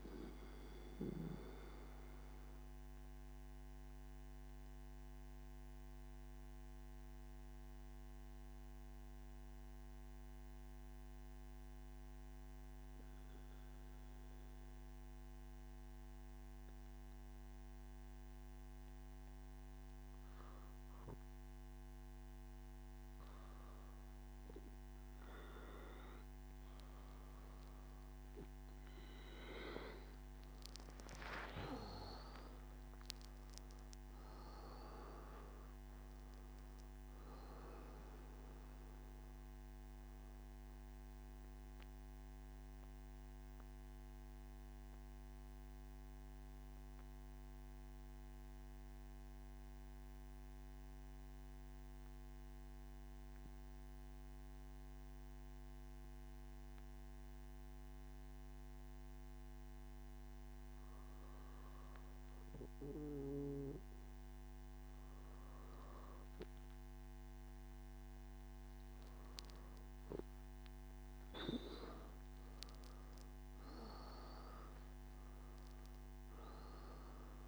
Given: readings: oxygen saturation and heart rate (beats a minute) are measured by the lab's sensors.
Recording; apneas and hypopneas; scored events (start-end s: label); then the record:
breathing in sleep by a microphone on the trachea; none
0.00-15.00 s: oxygen desaturation (device-marked, oxygen 93% lowest, heart rate 68 extreme)
26.00-52.00 s: oxygen desaturation (device-marked, oxygen 98% before, 94% lowest, heart rate 110 before, 77 extreme)
66.00-77.48 s: oxygen desaturation (device-marked, oxygen 98% before, 93% lowest, heart rate 118 before, 70 extreme)
From the record:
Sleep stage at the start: N3 (deep sleep); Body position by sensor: on the back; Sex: male